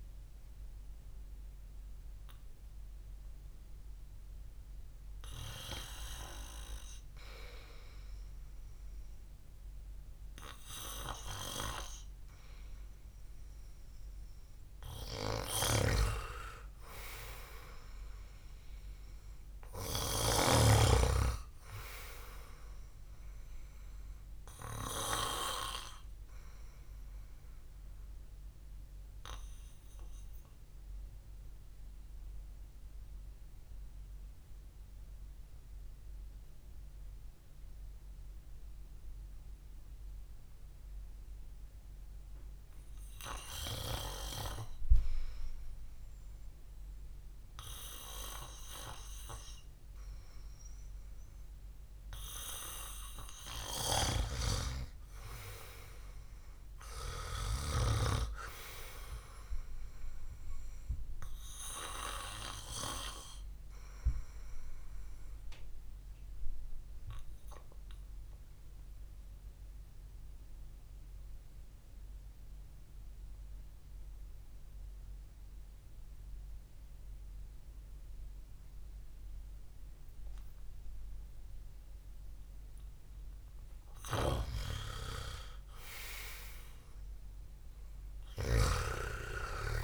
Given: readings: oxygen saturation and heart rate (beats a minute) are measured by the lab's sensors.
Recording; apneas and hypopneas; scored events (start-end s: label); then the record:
breathing in sleep by a room microphone; 3
0.00-19.50 s: oxygen desaturation (device-marked, oxygen 94% lowest, heart rate 50 extreme)
2.50-15.00 s: hypopnea (oxygen 98% before, 91% lowest, heart rate 55 before, 54 extreme, up 10 after)
18.50-22.50 s: arousal
21.50-50.50 s: oxygen desaturation (device-marked, oxygen 95% before, 91% lowest, heart rate 55 before, 52 extreme)
26.00-44.50 s: obstructive apnea (oxygen 97% before, 91% lowest, heart rate 56 before, 52 extreme, up 2 after)
53.00-56.50 s: arousal
57.50-83.50 s: oxygen desaturation (device-marked, oxygen 99% before, 93% lowest, heart rate 64 before, 54 extreme)
66.00-84.50 s: obstructive apnea (oxygen 99% before, 93% lowest, heart rate 60 before, 54 extreme, up 2 after)
86.00-89.50 s: arousal
From the record:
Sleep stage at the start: REM sleep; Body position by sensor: on the back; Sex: male